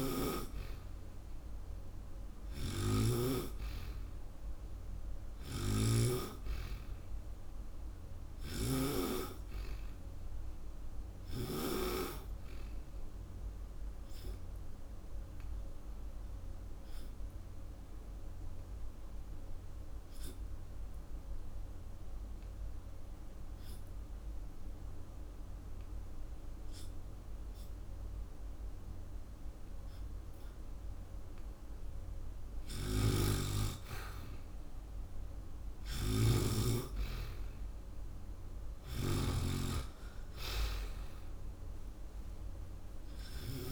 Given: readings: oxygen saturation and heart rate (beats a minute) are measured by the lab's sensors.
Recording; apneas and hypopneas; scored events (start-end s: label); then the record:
breathing in sleep by a room microphone; 1
0.00-1.50 s: arousal
0.00-6.00 s: snoring (device-marked)
8.00-11.50 s: snoring (device-marked)
14.50-31.50 s: obstructive apnea (oxygen 96% before, 91% lowest)
16.00-34.00 s: oxygen desaturation (device-marked, oxygen 95% before, 92% lowest)
32.50-43.50 s: snoring (device-marked)
34.00-37.50 s: arousal
From the record:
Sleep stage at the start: N2 (light sleep); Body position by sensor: on the back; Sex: female